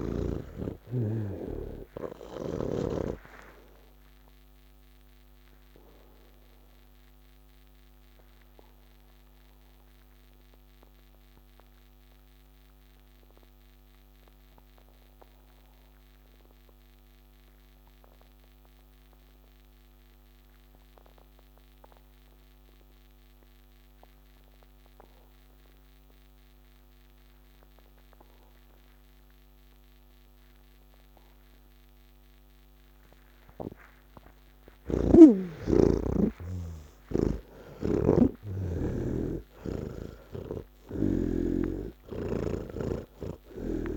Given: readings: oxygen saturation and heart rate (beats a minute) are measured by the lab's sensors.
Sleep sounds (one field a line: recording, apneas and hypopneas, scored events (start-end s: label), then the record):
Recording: breathing in sleep by a microphone on the trachea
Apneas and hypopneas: 1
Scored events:
0.00-3.00 s: snoring (device-marked)
0.00-17.00 s: oxygen desaturation (device-marked, oxygen 82% lowest, heart rate 67 extreme)
7.00-33.50 s: obstructive apnea (oxygen 99% before, 79% lowest, heart rate 166 before, 46 extreme, up 6 after)
24.00-43.97 s: oxygen desaturation (device-marked, oxygen 98% before, 79% lowest, heart rate 120 before, 30 extreme)
37.50-41.50 s: snoring (device-marked)
From the record:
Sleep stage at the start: N2 (light sleep)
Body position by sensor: on the back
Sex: male